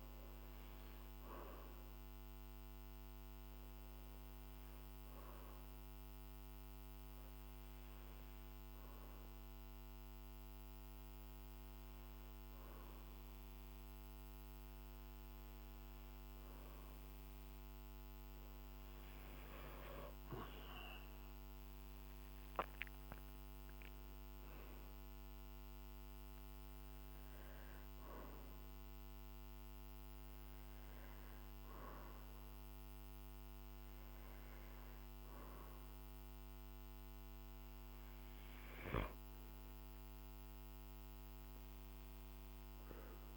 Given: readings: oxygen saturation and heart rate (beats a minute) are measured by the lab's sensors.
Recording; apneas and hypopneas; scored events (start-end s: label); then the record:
breathing in sleep, hard to hear, by a microphone on the trachea; 1
4.50-17.50 s: hypopnea (oxygen 95% before, 94% lowest, heart rate 51 before, 48 extreme, up 8 after)
20.00-24.50 s: arousal
41.00-43.36 s: arousal
From the record:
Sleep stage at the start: N2 (light sleep); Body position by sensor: on the back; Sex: male